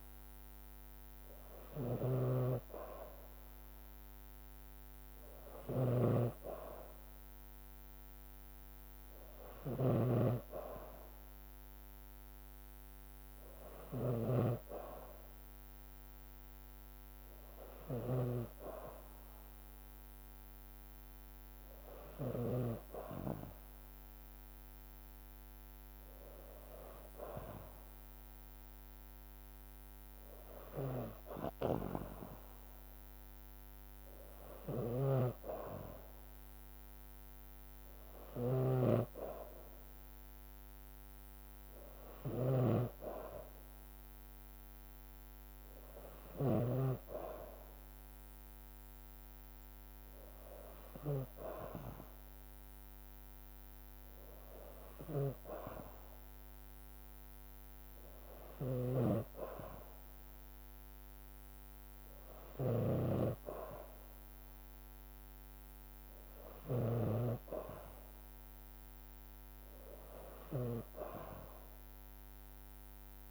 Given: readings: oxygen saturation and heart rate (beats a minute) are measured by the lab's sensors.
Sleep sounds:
breathing in sleep by a microphone on the trachea; none
0.00-18.50 s: snoring (device-marked)
34.50-47.00 s: snoring (device-marked)
58.50-67.00 s: snoring (device-marked)
64.00-66.00 s: long interval between heartbeats (device-marked, heart rate 57 before, 61 extreme)
From the record:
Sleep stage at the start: N2 (light sleep); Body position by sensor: on the back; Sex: female

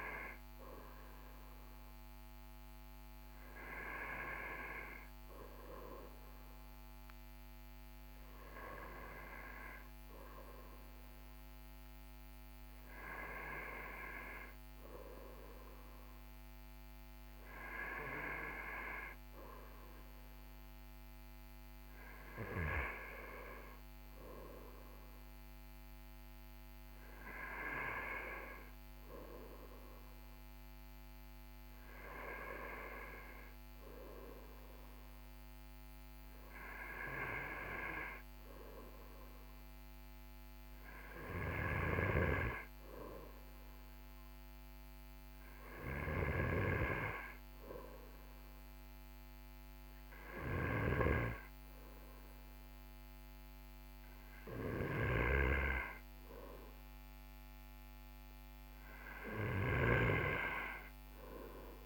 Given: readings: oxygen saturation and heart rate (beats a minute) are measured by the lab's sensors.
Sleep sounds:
breathing in sleep by a microphone on the trachea; none
none scored
From the record:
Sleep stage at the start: N2 (light sleep); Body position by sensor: on the right side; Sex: male

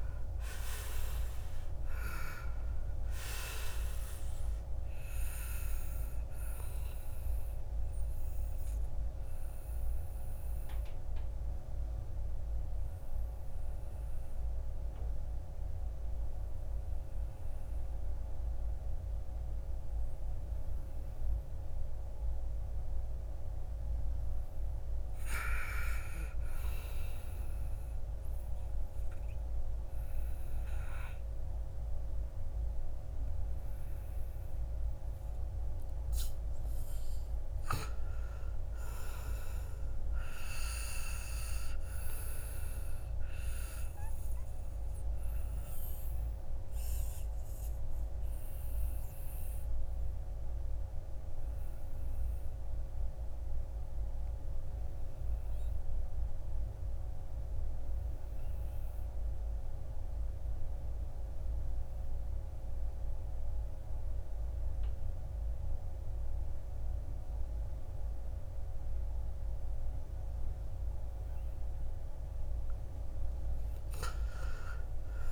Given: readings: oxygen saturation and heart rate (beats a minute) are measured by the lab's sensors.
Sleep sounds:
breathing in sleep by a room microphone; 2
0.00-22.00 s: oxygen desaturation (device-marked, oxygen 78% lowest, heart rate 52 extreme)
5.50-23.00 s: obstructive apnea (oxygen 96% before, 78% lowest, heart rate 61 before, 52 extreme, up 11 after)
25.50-29.00 s: arousal
37.00-51.00 s: oxygen desaturation (device-marked, oxygen 98% before, 89% lowest, heart rate 57 before, 57 extreme)
45.00-71.00 s: obstructive apnea (oxygen 99% before, 76% lowest, heart rate 61 before, 55 extreme, up 10 after)
53.00-64.00 s: oxygen desaturation (device-marked, oxygen 93% before, 88% lowest, heart rate 62 before, 57 extreme)
74.00-75.32 s: oxygen desaturation (device-marked, oxygen 96% before, 76% lowest, heart rate 60 before, 48 extreme)
From the record:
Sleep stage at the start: N2 (light sleep); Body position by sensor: on the back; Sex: male

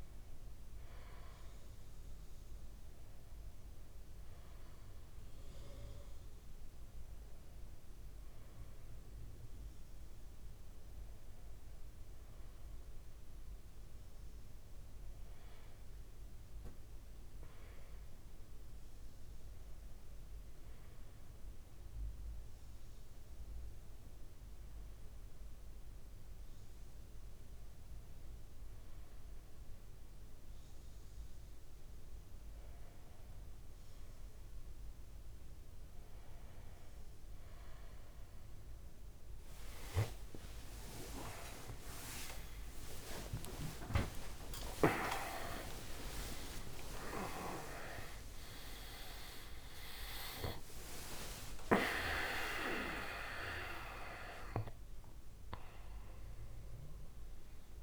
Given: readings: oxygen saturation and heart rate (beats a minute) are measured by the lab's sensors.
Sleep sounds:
a person partly awake in a sleep study, by a room microphone; 1
14.50-18.50 s: arousal
21.00-32.50 s: hypopnea (oxygen 96% before, 95% lowest, heart rate 38 before, 34 extreme, up 23 after)
30.00-57.83 s: new sleep stage, awake
From the record:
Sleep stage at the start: N2 (light sleep); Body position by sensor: on the back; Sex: male

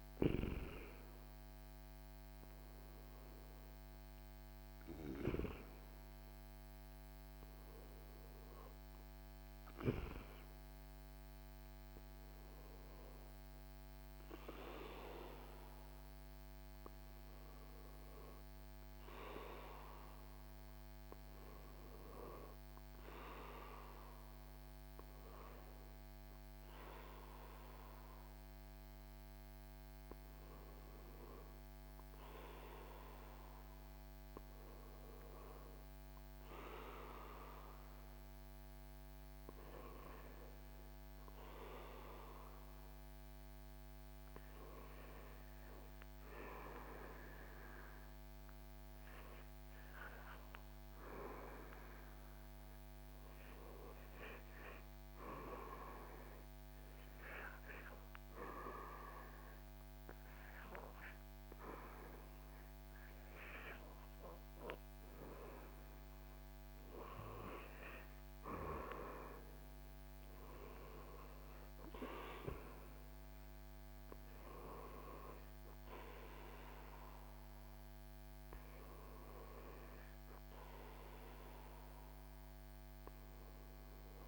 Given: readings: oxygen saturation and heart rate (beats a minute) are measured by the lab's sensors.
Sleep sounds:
breathing in sleep by a microphone on the trachea; 1
41.50-62.50 s: hypopnea (oxygen 97% before, 93% lowest, heart rate 73 before, 72 extreme, up 7 after)
65.00-69.50 s: arousal
From the record:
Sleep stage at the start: N2 (light sleep); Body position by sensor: on the back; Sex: male

